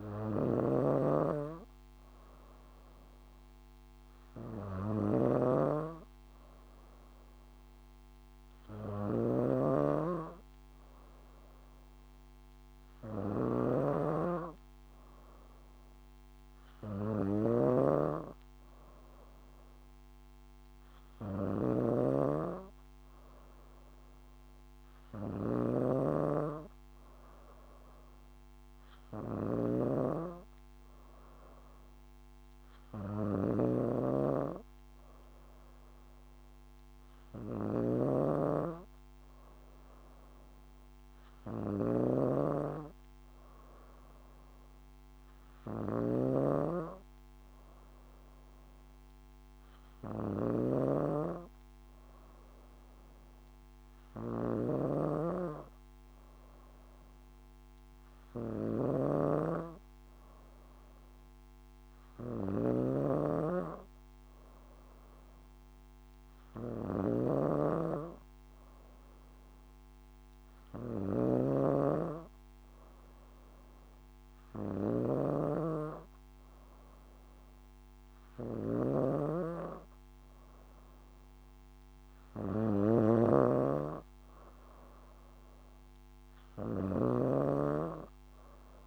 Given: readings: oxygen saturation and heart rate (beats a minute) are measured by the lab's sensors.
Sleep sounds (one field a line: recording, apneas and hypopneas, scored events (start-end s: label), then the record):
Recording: breathing in sleep by a microphone on the trachea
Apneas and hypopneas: none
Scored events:
0.00-88.87 s: snoring (device-marked)
From the record:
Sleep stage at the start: N3 (deep sleep)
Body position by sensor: on the back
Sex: female